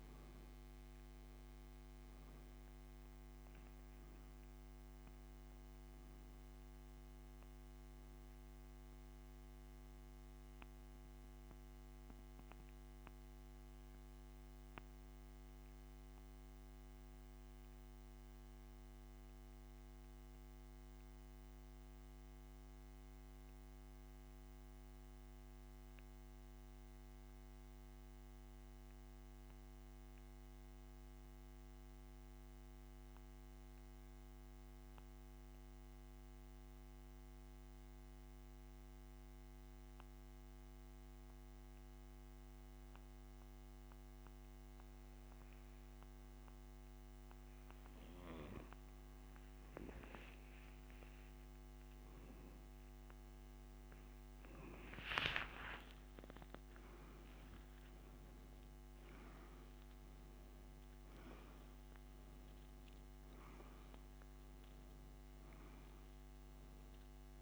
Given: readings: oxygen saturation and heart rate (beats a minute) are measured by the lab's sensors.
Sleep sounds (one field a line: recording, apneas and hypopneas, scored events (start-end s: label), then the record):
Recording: breathing in sleep, hard to hear, by a microphone on the trachea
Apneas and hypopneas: 1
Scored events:
11.00-37.00 s: oxygen desaturation (device-marked, oxygen 96% before, 91% lowest, heart rate 85 before, 57 extreme)
15.50-47.50 s: central apnea (oxygen 98% before, 86% lowest, heart rate 86 before, 57 extreme, up 29 after)
51.00-55.00 s: arousal
59.00-67.42 s: oxygen desaturation (device-marked, oxygen 97% before, 86% lowest, heart rate 74 before, 57 extreme)
From the record:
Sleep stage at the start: N2 (light sleep)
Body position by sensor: on the back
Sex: male